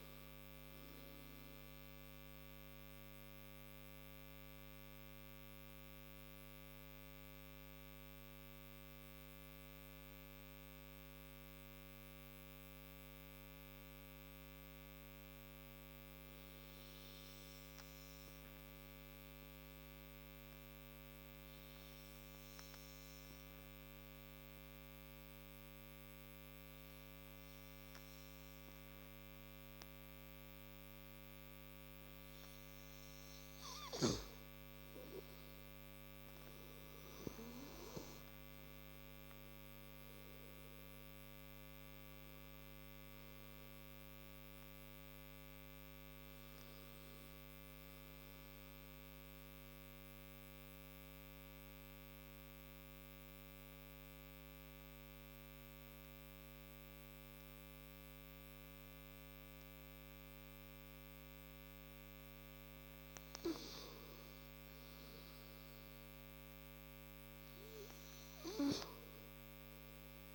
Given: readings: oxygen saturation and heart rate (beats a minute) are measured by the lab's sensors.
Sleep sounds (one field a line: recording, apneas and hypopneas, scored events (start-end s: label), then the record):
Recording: breathing in sleep, hard to hear, by a microphone on the trachea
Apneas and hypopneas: 2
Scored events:
0.00-13.00 s: oxygen desaturation (device-marked, oxygen 85% lowest)
1.50-33.50 s: mixed apnea (oxygen 96% before, 85% lowest)
20.00-52.00 s: oxygen desaturation (device-marked, oxygen 99% before, 87% lowest)
36.50-40.50 s: arousal
45.50-63.00 s: mixed apnea (oxygen 99% before, 87% lowest)
52.00-58.00 s: tachycardia (device-marked, heart rate 38 before, 118 extreme)
65.50-68.50 s: arousal
From the record:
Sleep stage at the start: N2 (light sleep)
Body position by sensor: on the right side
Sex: male